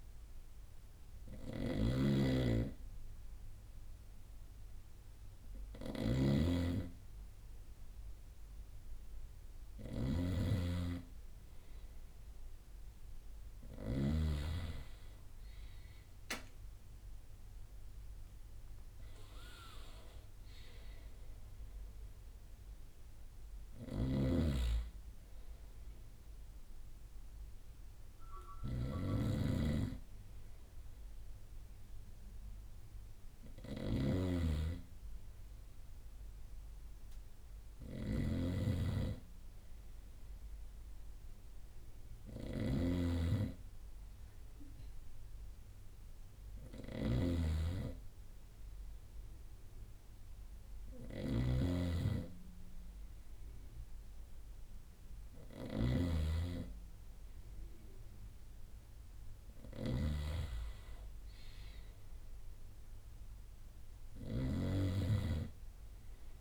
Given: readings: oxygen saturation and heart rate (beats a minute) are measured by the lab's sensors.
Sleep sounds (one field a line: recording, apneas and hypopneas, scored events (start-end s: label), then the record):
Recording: breathing in sleep by a room microphone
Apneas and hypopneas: none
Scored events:
0.00-14.50 s: snoring (device-marked)
24.00-66.41 s: snoring (device-marked)
From the record:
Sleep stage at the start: N2 (light sleep)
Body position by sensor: on the right side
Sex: male